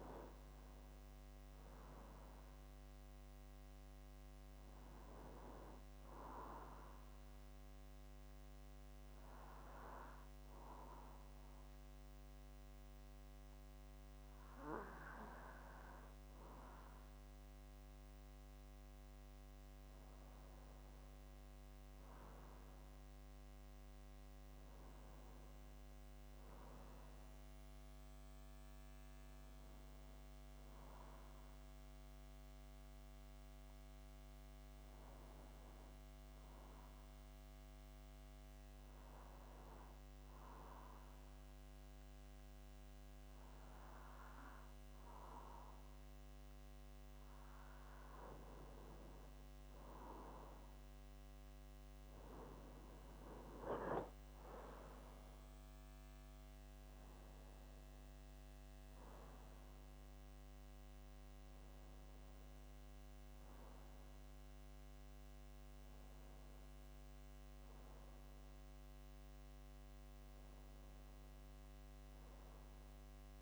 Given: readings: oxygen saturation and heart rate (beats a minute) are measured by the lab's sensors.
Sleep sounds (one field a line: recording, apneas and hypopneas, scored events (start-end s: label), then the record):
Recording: breathing in sleep by a microphone on the trachea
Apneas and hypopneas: 1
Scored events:
23.50-27.00 s: arousal
33.00-45.50 s: hypopnea (oxygen 95% before, 93% lowest)
48.00-52.00 s: arousal
From the record:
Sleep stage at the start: N2 (light sleep)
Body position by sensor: on the back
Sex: male